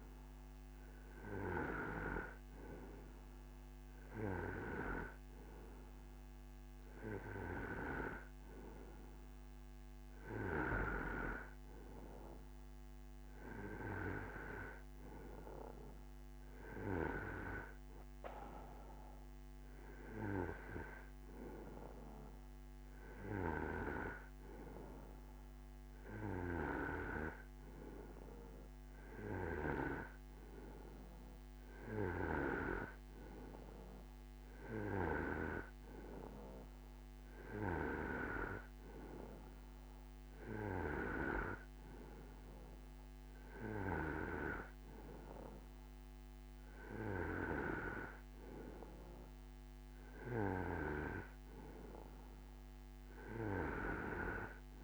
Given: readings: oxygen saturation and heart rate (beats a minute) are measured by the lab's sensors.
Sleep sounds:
breathing in sleep by a microphone on the trachea; none
5.00-21.00 s: bradycardia (device-marked)
32.00-38.00 s: bradycardia (device-marked)
From the record:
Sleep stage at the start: N2 (light sleep); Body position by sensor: on the right side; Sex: male

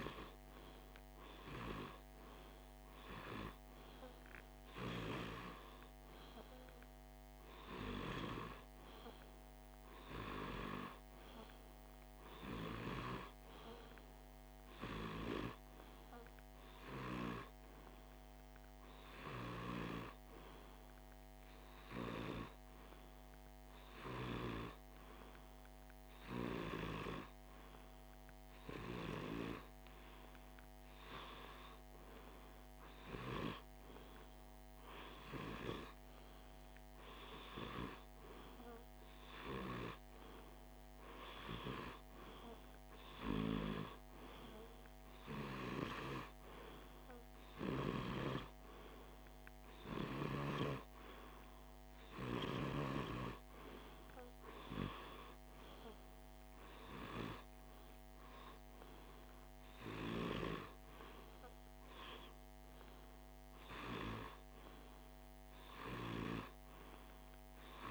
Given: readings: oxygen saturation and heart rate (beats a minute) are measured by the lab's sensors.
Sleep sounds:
breathing in sleep by a microphone on the trachea; none
60.50-65.00 s: arousal
From the record:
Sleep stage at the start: REM sleep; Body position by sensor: on the left side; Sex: male

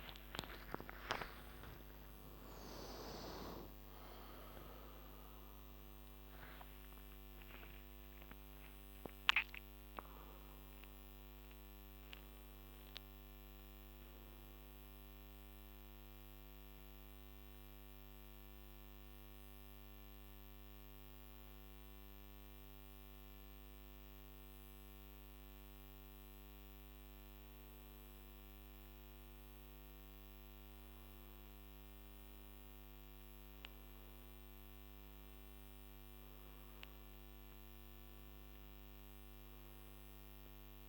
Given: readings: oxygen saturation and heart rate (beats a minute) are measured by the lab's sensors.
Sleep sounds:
a person awake in a sleep study, by a microphone on the trachea; none
1.00-31.00 s: new sleep stage, awake
31.00-40.89 s: new sleep stage, N1 (lightest sleep)
From the record:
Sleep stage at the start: N1 (lightest sleep); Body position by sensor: on the back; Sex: male

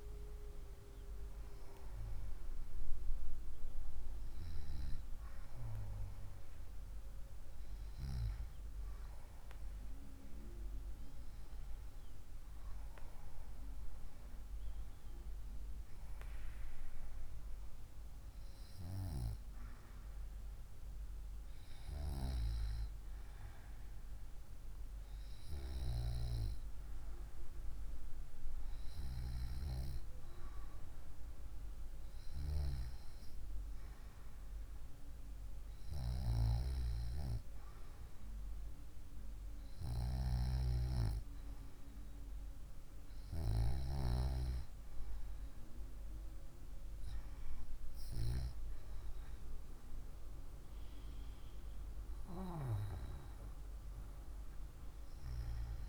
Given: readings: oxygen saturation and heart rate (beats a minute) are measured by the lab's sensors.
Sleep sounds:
breathing in sleep by a room microphone; none
29.50-55.89 s: new sleep stage, N2 (light sleep)
From the record:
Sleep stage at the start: N1 (lightest sleep); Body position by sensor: on the right side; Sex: female

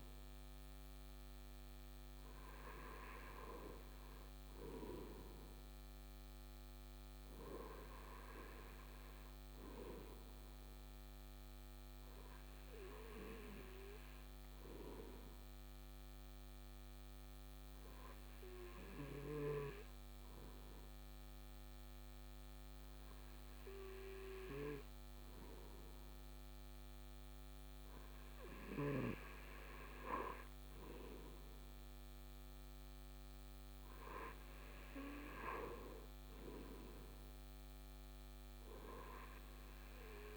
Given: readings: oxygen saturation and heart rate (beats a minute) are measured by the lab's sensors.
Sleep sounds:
breathing in sleep by a microphone on the trachea; 1
10.50-30.50 s: hypopnea (oxygen 97% before, 95% lowest, heart rate 53 before, 51 extreme, up 2 after)
33.50-38.50 s: arousal
From the record:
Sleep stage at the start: N2 (light sleep); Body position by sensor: on the right side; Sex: male

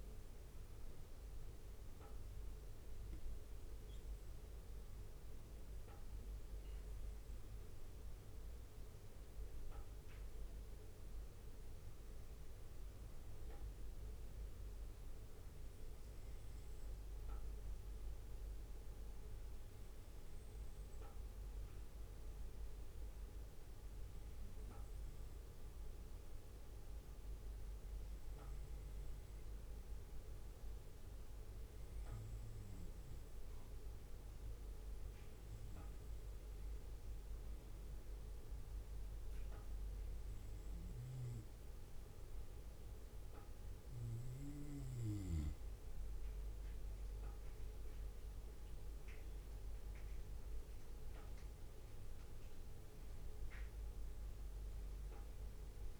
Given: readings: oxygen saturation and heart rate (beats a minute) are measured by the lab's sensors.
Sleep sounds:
breathing in sleep, hard to hear, by a room microphone; none
0.00-5.00 s: bradycardia (device-marked, heart rate 58 extreme)
11.00-45.00 s: bradycardia (device-marked, heart rate 59 before, 58 extreme)
47.00-56.00 s: bradycardia (device-marked, heart rate 59 before, 58 extreme)
From the record:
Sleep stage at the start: N2 (light sleep); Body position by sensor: on the back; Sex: male

